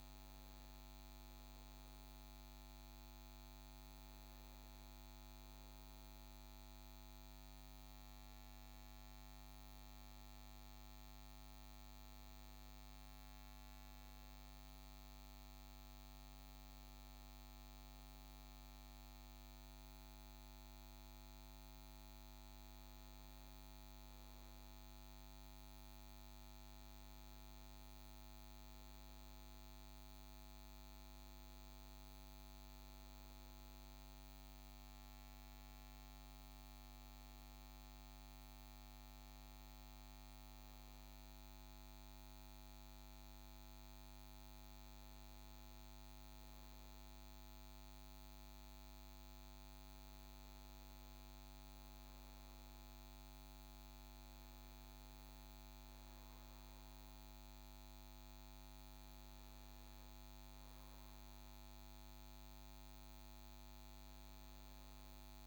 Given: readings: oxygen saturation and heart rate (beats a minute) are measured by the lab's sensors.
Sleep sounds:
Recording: breathing in sleep, hard to hear, by a microphone on the trachea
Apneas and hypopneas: none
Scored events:
none scored
From the record:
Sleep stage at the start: N2 (light sleep)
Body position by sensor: on the right side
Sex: male

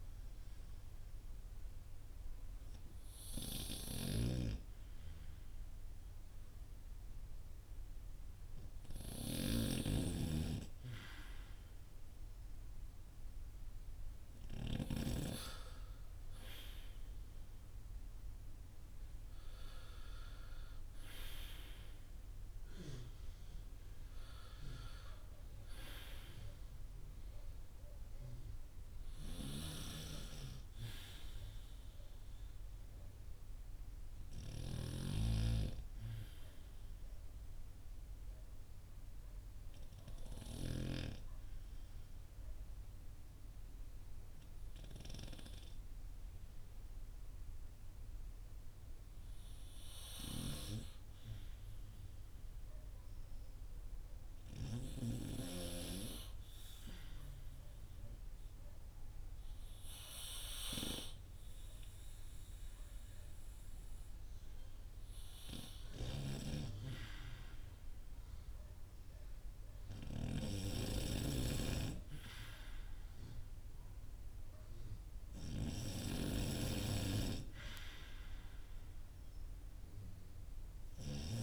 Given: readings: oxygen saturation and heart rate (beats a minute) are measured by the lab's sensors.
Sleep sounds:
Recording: breathing in sleep by a room microphone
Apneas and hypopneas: 1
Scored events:
3.00-14.50 s: snoring (device-marked)
3.50-8.50 s: arousal
38.50-65.50 s: hypopnea (oxygen 96% before, 94% lowest, heart rate 52 before, 40 extreme, up 3 after)
67.50-72.50 s: arousal
69.50-81.00 s: snoring (device-marked)
From the record:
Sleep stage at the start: N2 (light sleep)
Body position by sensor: on the back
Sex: male

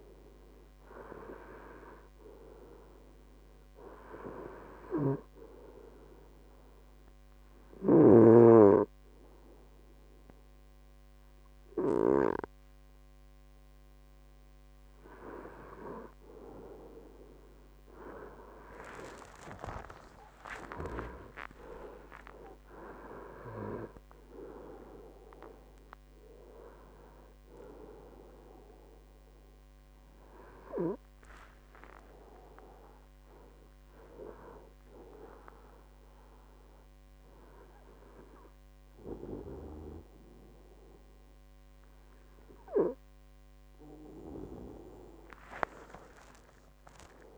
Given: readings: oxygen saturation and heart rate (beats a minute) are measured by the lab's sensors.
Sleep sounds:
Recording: breathing in sleep by a microphone on the trachea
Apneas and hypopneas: 1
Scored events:
6.50-16.50 s: hypopnea (oxygen 97% before, 93% lowest, heart rate 76 before, 72 extreme, up 10 after)
7.00-19.00 s: oxygen desaturation (device-marked, oxygen 96% before, 93% lowest, heart rate 76 before, 69 extreme)
19.00-22.00 s: arousal
44.00-46.00 s: long interval between heartbeats (device-marked, heart rate 76 before, 68 extreme)
From the record:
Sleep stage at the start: N2 (light sleep)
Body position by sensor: on the right side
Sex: male

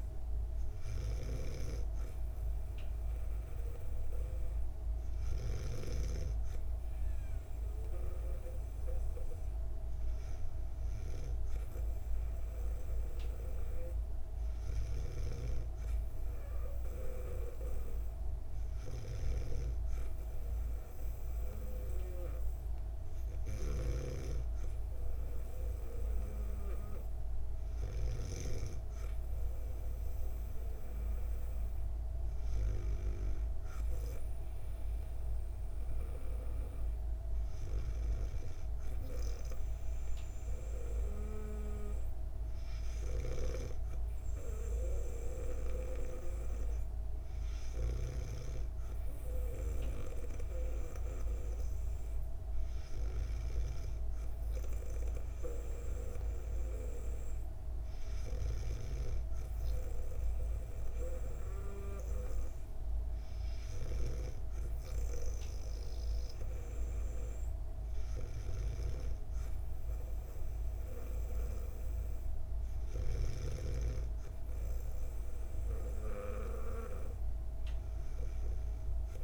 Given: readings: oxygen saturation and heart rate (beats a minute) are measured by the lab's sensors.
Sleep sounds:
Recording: breathing in sleep by a room microphone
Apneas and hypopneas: none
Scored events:
0.00-5.50 s: snoring (device-marked)
14.50-28.00 s: snoring (device-marked)
47.50-53.50 s: snoring (device-marked)
From the record:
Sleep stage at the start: N2 (light sleep)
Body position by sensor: on the back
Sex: female

